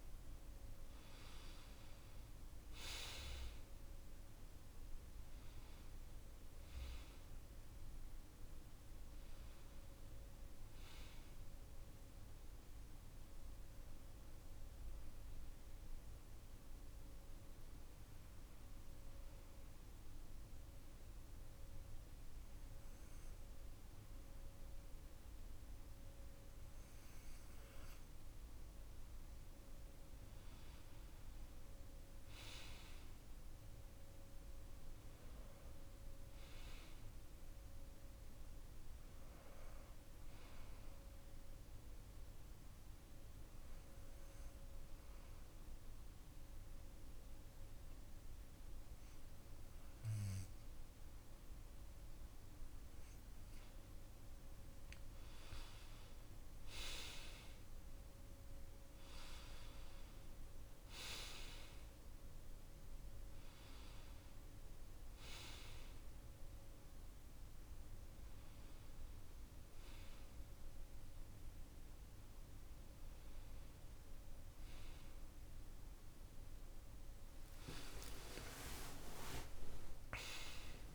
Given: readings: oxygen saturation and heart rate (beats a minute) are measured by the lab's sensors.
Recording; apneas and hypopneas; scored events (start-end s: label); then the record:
breathing in sleep by a room microphone; 2
0.00-20.50 s: oxygen desaturation (device-marked, oxygen 90% lowest)
15.50-27.00 s: obstructive apnea (oxygen 96% before, 91% lowest, heart rate 34 before, 25 extreme, up 20 after)
30.00-34.00 s: arousal
42.50-53.00 s: obstructive apnea (oxygen 96% before, 89% lowest)
53.50-57.00 s: arousal
63.50-80.50 s: oxygen desaturation (device-marked, oxygen 95% before, 91% lowest)
78.50-80.95 s: arousal
From the record:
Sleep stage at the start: N2 (light sleep); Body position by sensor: on the back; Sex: male